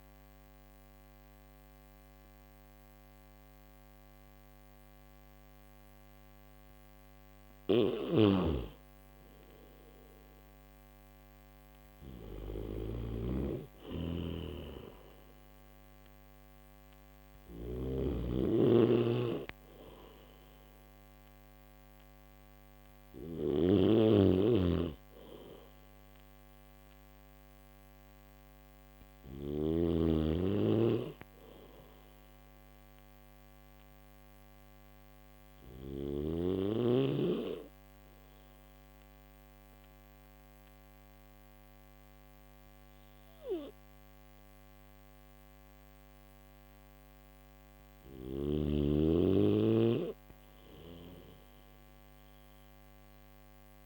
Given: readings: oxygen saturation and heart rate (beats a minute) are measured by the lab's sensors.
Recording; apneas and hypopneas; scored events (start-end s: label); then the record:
breathing in sleep by a microphone on the trachea; none
7.00-29.00 s: snoring (device-marked)
17.50-34.50 s: oxygen desaturation (device-marked, oxygen 99% before, 95% lowest, heart rate 72 before, 69 extreme)
47.50-53.86 s: snoring (device-marked)
From the record:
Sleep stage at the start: N3 (deep sleep); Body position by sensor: on the back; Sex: male